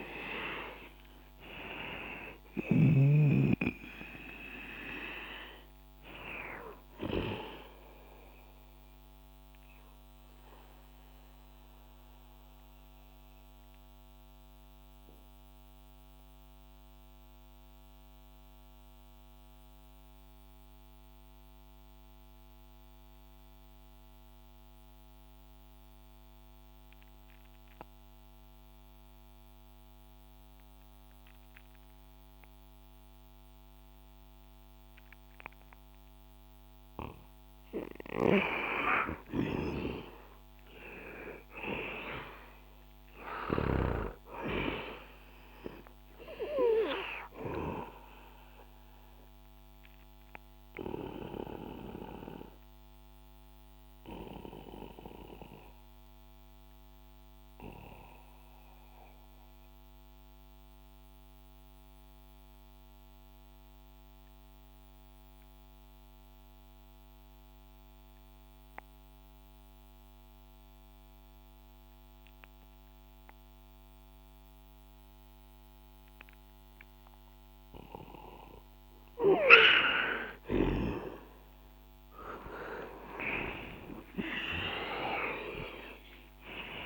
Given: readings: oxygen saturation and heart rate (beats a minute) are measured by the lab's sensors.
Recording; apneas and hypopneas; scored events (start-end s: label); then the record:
breathing in sleep by a microphone on the trachea; 2
0.00-1.50 s: arousal
0.00-27.50 s: oxygen desaturation (device-marked, oxygen 88% lowest, heart rate 61 extreme)
9.00-38.00 s: mixed apnea (oxygen 98% before, 88% lowest, heart rate 68 before, 59 extreme, up 10 after)
41.50-45.50 s: arousal
43.50-69.50 s: oxygen desaturation (device-marked, oxygen 98% before, 89% lowest, heart rate 64 before, 59 extreme)
49.50-78.50 s: obstructive apnea (oxygen 98% before, 89% lowest, heart rate 66 before, 57 extreme, up 7 after)
80.50-84.00 s: arousal
83.50-86.86 s: oxygen desaturation (device-marked, oxygen 98% before, 91% lowest, heart rate 64 before, 57 extreme)
From the record:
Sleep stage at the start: N2 (light sleep); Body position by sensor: on the back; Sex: male